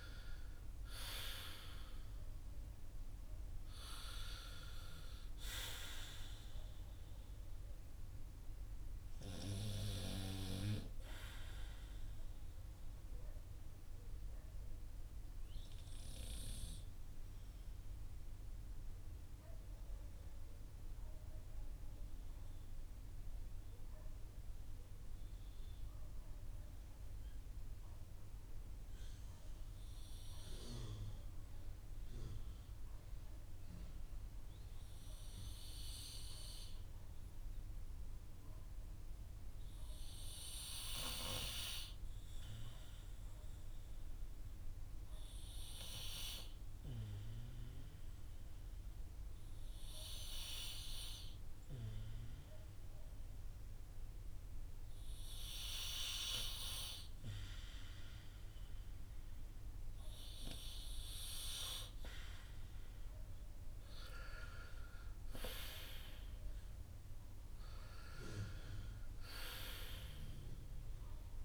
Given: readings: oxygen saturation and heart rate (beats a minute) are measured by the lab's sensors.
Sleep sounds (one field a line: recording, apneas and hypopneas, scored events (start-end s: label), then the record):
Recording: breathing in sleep by a room microphone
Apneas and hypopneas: 1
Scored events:
13.00-57.00 s: obstructive apnea (oxygen 97% before, 92% lowest, heart rate 56 before, 27 extreme, up 9 after)
60.00-64.50 s: arousal
From the record:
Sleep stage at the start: N2 (light sleep)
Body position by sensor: on the back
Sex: male